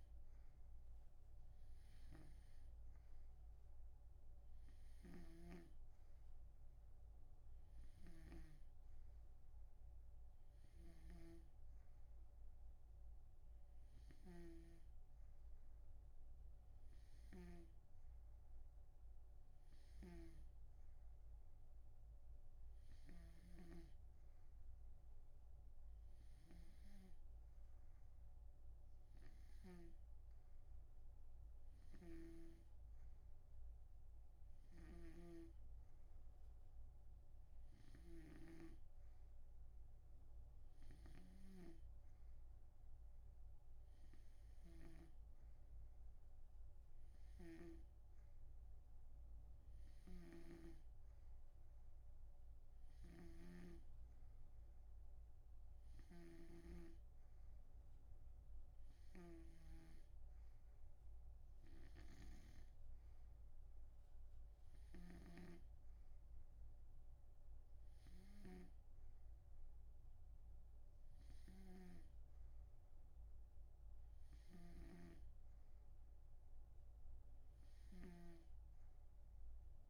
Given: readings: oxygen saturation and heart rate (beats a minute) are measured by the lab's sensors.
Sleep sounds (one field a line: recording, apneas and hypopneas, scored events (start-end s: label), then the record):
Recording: breathing in sleep by a room microphone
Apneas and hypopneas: none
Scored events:
0.00-18.00 s: snoring (device-marked)
20.00-24.00 s: snoring (device-marked)
35.00-45.50 s: snoring (device-marked)
50.00-60.00 s: snoring (device-marked)
62.00-72.50 s: snoring (device-marked)
74.50-79.90 s: snoring (device-marked)
From the record:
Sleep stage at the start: N2 (light sleep)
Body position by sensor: on the right side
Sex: male